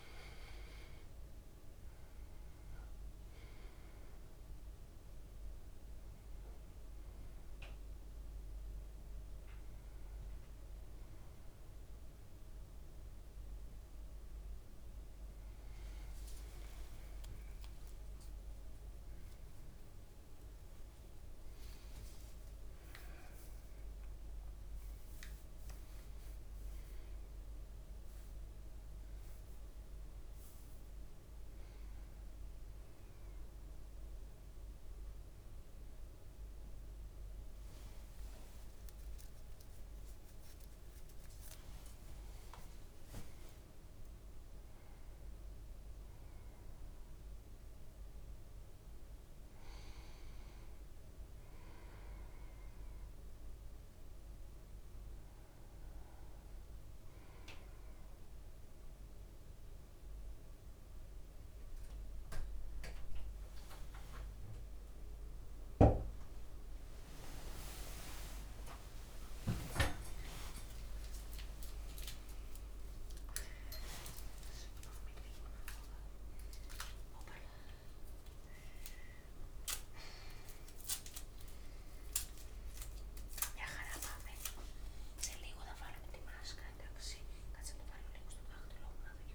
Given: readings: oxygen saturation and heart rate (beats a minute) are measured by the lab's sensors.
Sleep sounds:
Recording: a person awake in a sleep study, by a room microphone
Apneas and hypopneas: none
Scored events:
0.00-21.00 s: oxygen desaturation (device-marked, oxygen 98% before, 93% lowest, heart rate 56 before, 56 extreme)
37.50-44.50 s: leg movement (device-marked)
66.00-75.00 s: leg movement (device-marked)
From the record:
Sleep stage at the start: awake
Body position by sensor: on the back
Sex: male

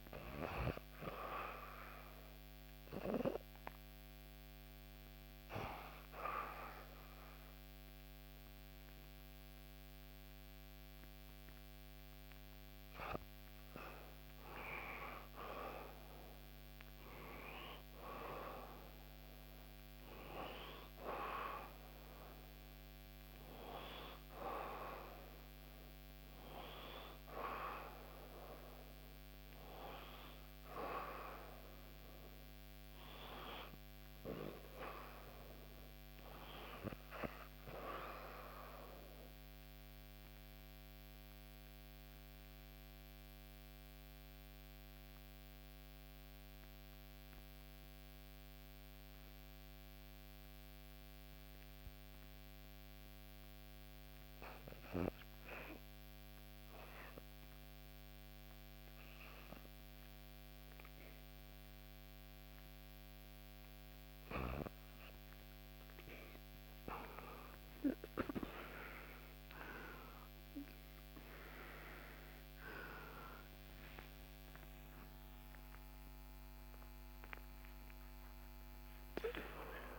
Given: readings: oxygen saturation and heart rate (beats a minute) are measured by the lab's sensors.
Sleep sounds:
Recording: breathing in sleep by a microphone on the trachea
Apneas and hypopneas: 1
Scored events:
38.00-63.00 s: obstructive apnea (oxygen 96% before, 90% lowest, heart rate 67 before, 63 extreme, up 2 after)
68.00-79.99 s: oxygen desaturation (device-marked, oxygen 96% before, 90% lowest, heart rate 64 before, 65 extreme)
72.50-77.50 s: arousal
From the record:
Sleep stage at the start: REM sleep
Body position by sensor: on the back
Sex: female

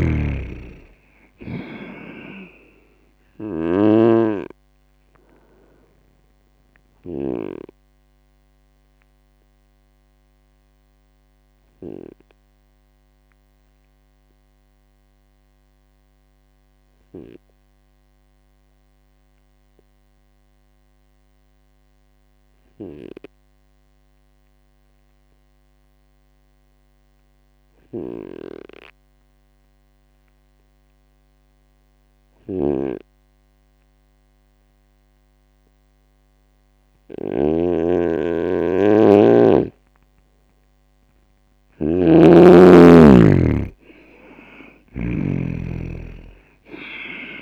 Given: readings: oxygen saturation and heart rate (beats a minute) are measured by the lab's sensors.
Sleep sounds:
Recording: breathing in sleep by a microphone on the trachea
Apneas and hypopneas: 1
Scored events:
0.00-7.50 s: snoring (device-marked)
8.00-39.00 s: obstructive apnea (oxygen 98% before, 94% lowest, heart rate 65 before, 59 extreme, up 10 after)
23.50-30.50 s: oxygen desaturation (device-marked, oxygen 97% before, 94% lowest, heart rate 63 before, 61 extreme)
32.50-37.50 s: snoring (device-marked)
40.50-44.00 s: arousal
44.50-47.42 s: oxygen desaturation (device-marked, oxygen 98% before, 94% lowest, heart rate 65 before, 59 extreme)
44.50-47.42 s: snoring (device-marked)
From the record:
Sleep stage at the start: N2 (light sleep)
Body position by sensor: on the right side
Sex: male

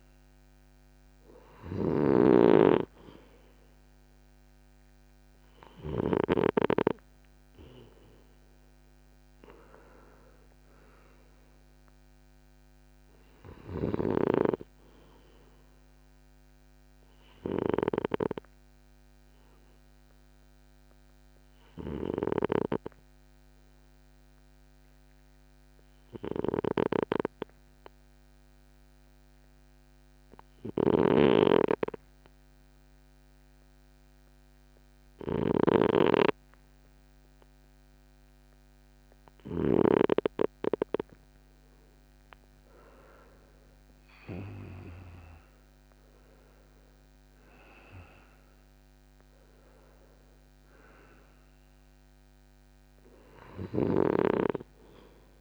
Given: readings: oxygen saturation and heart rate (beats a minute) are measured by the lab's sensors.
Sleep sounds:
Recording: breathing in sleep by a microphone on the trachea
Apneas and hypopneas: 1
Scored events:
0.00-18.00 s: oxygen desaturation (device-marked, oxygen 93% lowest, heart rate 51 extreme)
1.50-6.00 s: snoring (device-marked)
17.50-41.00 s: obstructive apnea (oxygen 96% before, 92% lowest, heart rate 60 before, 53 extreme, up 7 after)
30.50-35.50 s: snoring (device-marked)
42.50-46.00 s: arousal
43.00-55.41 s: oxygen desaturation (device-marked, oxygen 96% before, 92% lowest, heart rate 57 before, 53 extreme)
From the record:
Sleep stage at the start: N2 (light sleep)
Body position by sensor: on the right side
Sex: male

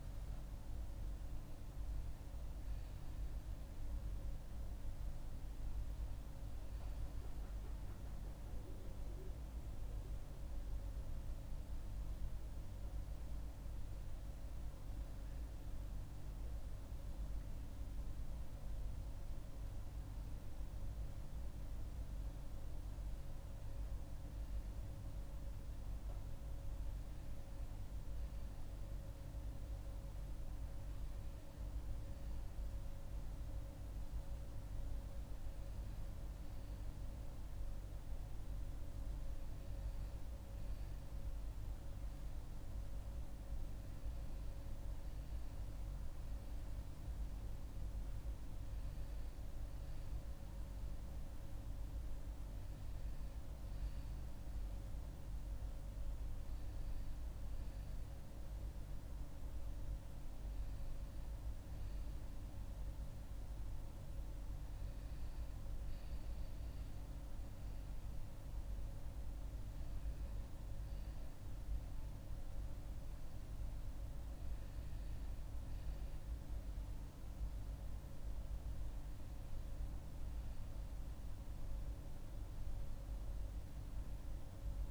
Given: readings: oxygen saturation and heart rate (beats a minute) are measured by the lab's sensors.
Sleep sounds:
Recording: breathing in sleep, hard to hear, by a room microphone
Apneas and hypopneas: none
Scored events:
none scored
From the record:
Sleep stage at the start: N1 (lightest sleep)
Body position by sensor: on the back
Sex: female

